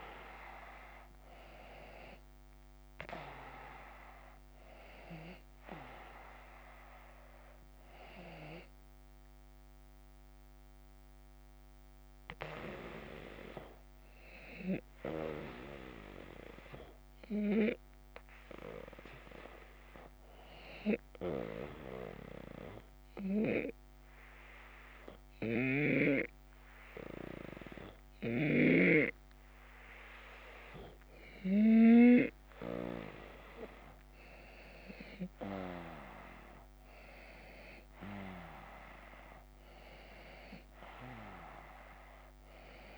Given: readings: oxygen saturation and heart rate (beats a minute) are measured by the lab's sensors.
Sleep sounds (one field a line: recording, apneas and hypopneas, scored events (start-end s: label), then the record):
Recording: breathing in sleep by a microphone on the trachea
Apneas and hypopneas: 1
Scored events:
0.00-8.00 s: drop in pulse transit time (device-marked, heart rate 79 extreme)
14.00-31.00 s: obstructive apnea (oxygen 94% before, 90% lowest, heart rate 80 before, 75 extreme, up 5 after)
25.00-28.50 s: snoring (device-marked)
33.50-39.50 s: arousal
From the record:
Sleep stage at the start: N2 (light sleep)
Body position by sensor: on the back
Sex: male